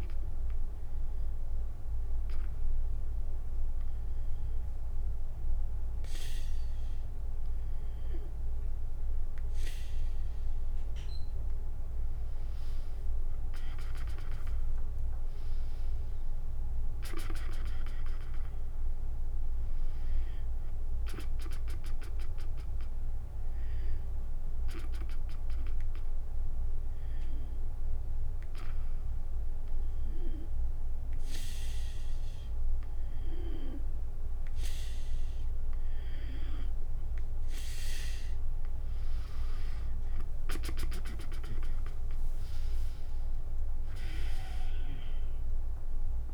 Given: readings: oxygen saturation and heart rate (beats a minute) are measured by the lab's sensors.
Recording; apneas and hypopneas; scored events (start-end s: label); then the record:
breathing in sleep by a room microphone; 2
0.00-1.50 s: drop in pulse transit time (device-marked, heart rate 60 extreme)
0.00-9.50 s: oxygen desaturation (device-marked, oxygen 93% lowest, heart rate 56 extreme)
1.00-12.00 s: obstructive apnea (oxygen 98% before, 92% lowest, heart rate 74 before, 59 extreme, up 27 after)
13.50-25.50 s: drop in pulse transit time (device-marked, heart rate 68 before, 72 extreme)
16.00-19.50 s: arousal
27.50-39.00 s: hypopnea (oxygen 97% before, 92% lowest, heart rate 75 before, 60 extreme, up 24 after)
41.50-46.34 s: drop in pulse transit time (device-marked, heart rate 76 before, 63 extreme)
43.00-46.34 s: arousal
43.50-46.34 s: oxygen desaturation (device-marked, oxygen 97% before, 92% lowest, heart rate 76 before, 60 extreme)
From the record:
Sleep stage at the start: N2 (light sleep); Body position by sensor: on the back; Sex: female